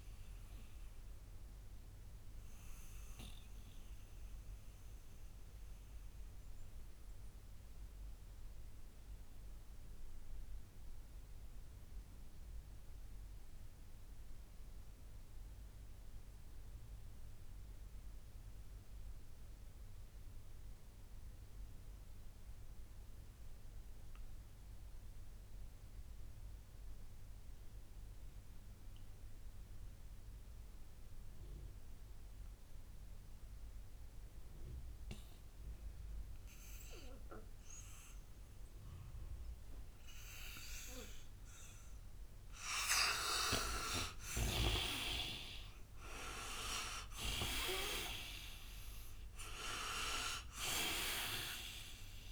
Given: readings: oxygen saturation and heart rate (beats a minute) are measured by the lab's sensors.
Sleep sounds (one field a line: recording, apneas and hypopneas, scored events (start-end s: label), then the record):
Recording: breathing in sleep by a room microphone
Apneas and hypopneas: 1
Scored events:
0.00-16.00 s: oxygen desaturation (device-marked, oxygen 84% lowest, heart rate 58 extreme)
0.50-41.50 s: mixed apnea (oxygen 99% before, 78% lowest, heart rate 66 before, 58 extreme, up 16 after)
34.00-52.32 s: oxygen desaturation (device-marked, oxygen 98% before, 78% lowest, heart rate 60 before, 57 extreme)
43.00-48.50 s: arousal
From the record:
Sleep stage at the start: N2 (light sleep)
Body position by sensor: on the right side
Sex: male